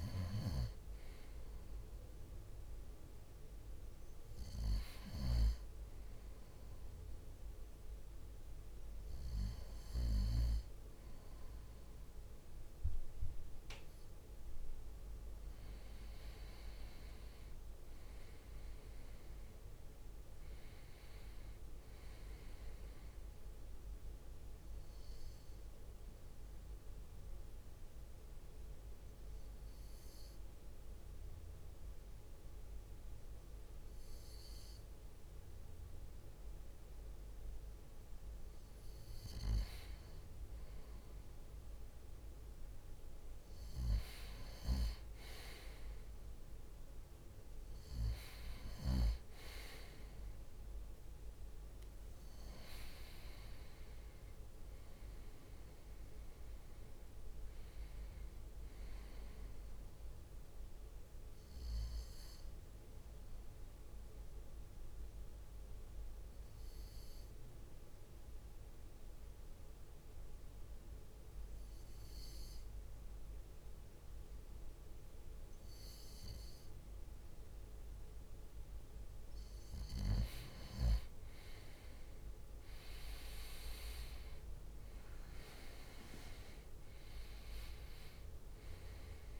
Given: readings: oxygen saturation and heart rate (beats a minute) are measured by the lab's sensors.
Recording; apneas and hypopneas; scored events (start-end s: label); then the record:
breathing in sleep by a room microphone; 2
18.00-21.50 s: arousal
26.00-39.00 s: obstructive apnea (oxygen 95% before, 93% lowest, heart rate 63 before, 55 extreme, up 9 after)
42.50-45.50 s: arousal
44.50-62.50 s: oxygen desaturation (device-marked, oxygen 97% before, 93% lowest, heart rate 60 before, 54 extreme)
62.00-79.00 s: obstructive apnea (oxygen 97% before, 93% lowest, heart rate 65 before, 55 extreme, up 16 after)
72.50-89.40 s: new sleep stage, awake
82.50-89.40 s: drop in pulse transit time (device-marked, heart rate 57 before, 62 extreme)
83.50-88.00 s: leg movement (device-marked)
85.50-89.40 s: oxygen desaturation (device-marked, oxygen 97% before, 93% lowest, heart rate 59 before, 62 extreme)
From the record:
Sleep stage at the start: N2 (light sleep); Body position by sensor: on the right side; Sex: male